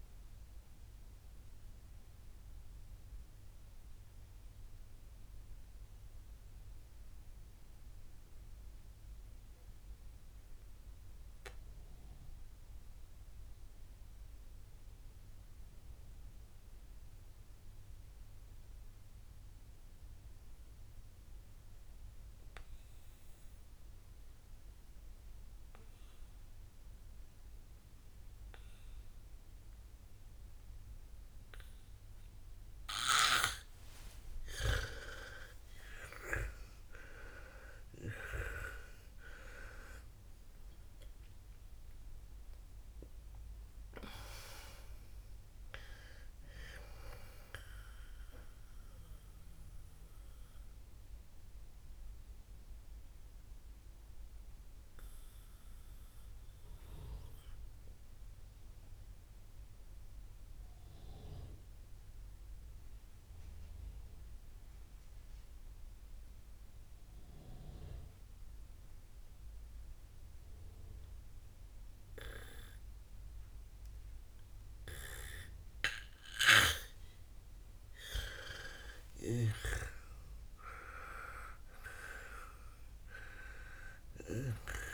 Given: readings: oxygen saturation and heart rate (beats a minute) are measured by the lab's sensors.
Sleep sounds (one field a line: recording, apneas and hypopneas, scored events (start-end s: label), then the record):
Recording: breathing in sleep by a room microphone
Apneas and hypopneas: 2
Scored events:
0.00-19.50 s: oxygen desaturation (device-marked, oxygen 89% lowest, heart rate 50 extreme)
5.00-35.50 s: mixed apnea (oxygen 98% before, 86% lowest, heart rate 76 before, 50 extreme, up 47 after)
33.50-65.50 s: oxygen desaturation (device-marked, oxygen 98% before, 86% lowest, heart rate 55 before, 50 extreme)
37.50-42.50 s: arousal
49.50-78.00 s: obstructive apnea (oxygen 99% before, 86% lowest, heart rate 76 before, 49 extreme, up 22 after)
79.00-84.00 s: arousal
80.00-84.94 s: snoring (device-marked)
81.50-84.94 s: oxygen desaturation (device-marked, oxygen 98% before, 91% lowest, heart rate 59 before, 49 extreme)
From the record:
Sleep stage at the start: N2 (light sleep)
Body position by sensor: on the back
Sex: female